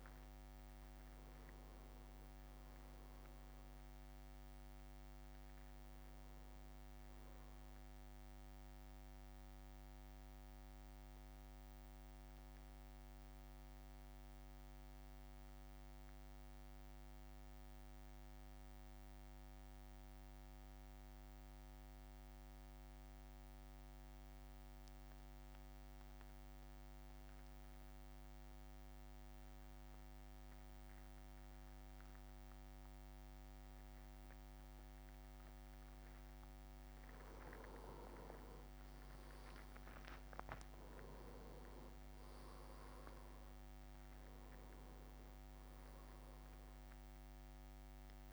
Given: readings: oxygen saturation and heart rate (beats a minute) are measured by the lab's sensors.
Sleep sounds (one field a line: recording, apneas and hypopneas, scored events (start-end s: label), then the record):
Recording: breathing in sleep, hard to hear, by a microphone on the trachea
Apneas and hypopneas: 1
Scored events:
0.00-7.50 s: oxygen desaturation (device-marked, oxygen 95% lowest, heart rate 51 extreme)
0.00-8.50 s: drop in pulse transit time (device-marked, heart rate 52 extreme)
9.00-35.00 s: mixed apnea (oxygen 99% before, 93% lowest, heart rate 55 before, 49 extreme, up 5 after)
37.00-42.00 s: arousal
37.50-39.50 s: leg movement (device-marked)
38.50-48.33 s: oxygen desaturation (device-marked, oxygen 99% before, 94% lowest, heart rate 54 before, 49 extreme)
39.50-48.33 s: drop in pulse transit time (device-marked, heart rate 54 before, 55 extreme)
41.00-43.00 s: leg movement (device-marked)
From the record:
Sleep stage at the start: N2 (light sleep)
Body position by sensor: on the back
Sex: male